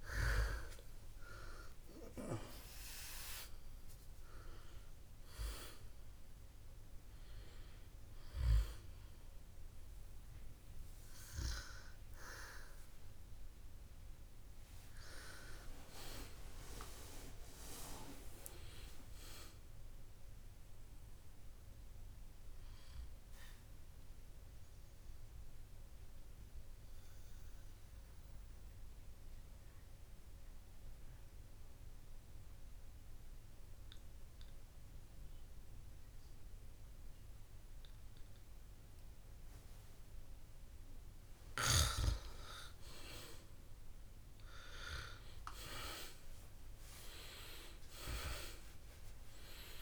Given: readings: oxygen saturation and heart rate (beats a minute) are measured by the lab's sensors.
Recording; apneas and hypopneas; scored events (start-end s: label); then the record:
breathing in sleep by a room microphone; 1
1.00-5.00 s: arousal
25.00-43.00 s: mixed apnea (oxygen 97% before, 96% lowest, heart rate 62 before, 53 extreme, up 15 after)
45.00-49.00 s: arousal
From the record:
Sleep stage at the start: N2 (light sleep); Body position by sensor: on the back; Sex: male